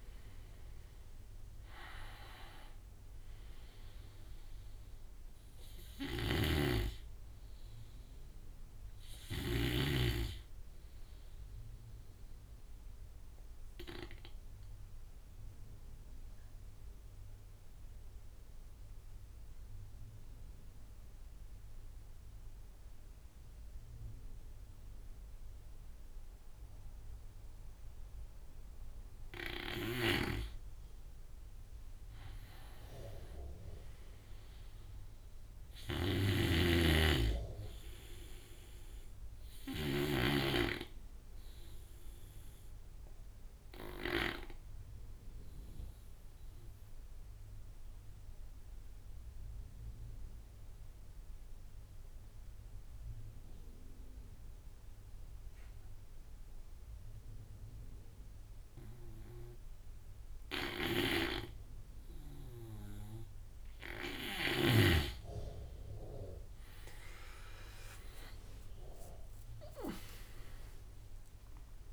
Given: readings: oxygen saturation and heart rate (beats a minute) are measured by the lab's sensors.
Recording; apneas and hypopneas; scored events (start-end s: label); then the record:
breathing in sleep by a room microphone; 2
0.00-11.50 s: oxygen desaturation (device-marked, oxygen 87% lowest)
2.50 s: drop in pulse transit time (device-marked)
5.00-9.00 s: snoring (device-marked)
5.50-6.50 s: drop in pulse transit time (device-marked)
11.50-28.00 s: obstructive apnea (oxygen 97% before, 87% lowest)
30.50-52.50 s: oxygen desaturation (device-marked, oxygen 99% before, 90% lowest)
31.00-34.50 s: arousal
35.00-43.50 s: snoring (device-marked)
42.00-61.00 s: obstructive apnea (oxygen 99% before, 87% lowest)
58.50-71.93 s: oxygen desaturation (device-marked, oxygen 96% before, 87% lowest)
59.50-63.50 s: snoring (device-marked)
66.00-70.50 s: arousal
From the record:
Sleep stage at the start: N2 (light sleep); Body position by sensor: on the right side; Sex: male